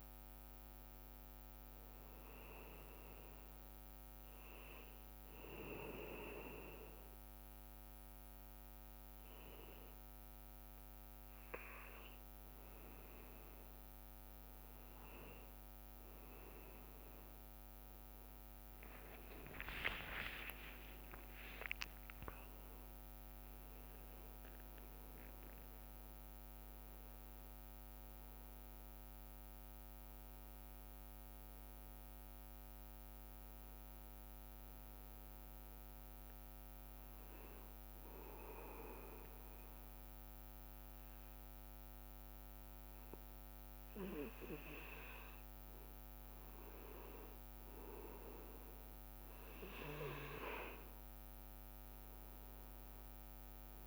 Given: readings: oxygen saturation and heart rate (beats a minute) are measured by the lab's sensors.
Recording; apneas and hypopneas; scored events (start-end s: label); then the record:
breathing in sleep by a microphone on the trachea; 2
0.50-11.50 s: oxygen desaturation (device-marked, oxygen 100% before, 96% lowest)
2.50-13.50 s: hypopnea (oxygen 100% before, 95% lowest)
20.00-26.50 s: arousal
38.00-48.50 s: hypopnea (oxygen 99% before, 95% lowest)
51.50-53.87 s: arousal
From the record:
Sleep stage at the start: N2 (light sleep); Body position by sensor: on the back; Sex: male